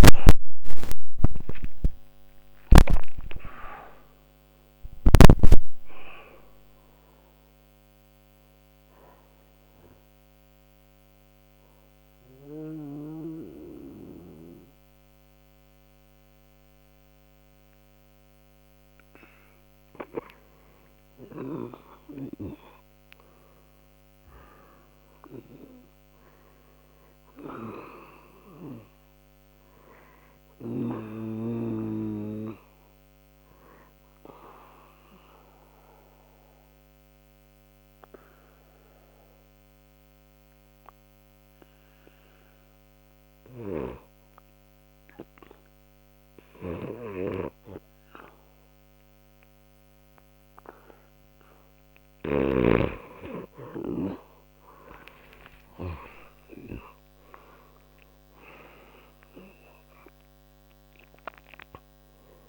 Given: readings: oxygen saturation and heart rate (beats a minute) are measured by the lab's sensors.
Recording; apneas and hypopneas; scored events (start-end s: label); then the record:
a person partly awake in a sleep study, by a microphone on the trachea; 2
0.00-26.00 s: oxygen desaturation (device-marked, oxygen 87% lowest)
9.00-39.00 s: new sleep stage, N1 (lightest sleep)
9.50-19.50 s: obstructive apnea (oxygen 98% before, 87% lowest, heart rate 85 before, 61 extreme, up 16 after)
22.50-28.50 s: arousal
34.50-51.00 s: obstructive apnea (oxygen 98% before, 89% lowest, heart rate 62 before, 60 extreme, up 2 after)
39.00-62.49 s: new sleep stage, N2 (light sleep)
54.00-62.49 s: oxygen desaturation (device-marked, oxygen 97% before, 89% lowest, heart rate 61 before, 59 extreme)
54.50-59.00 s: arousal
From the record:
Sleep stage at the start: awake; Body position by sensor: on the back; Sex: male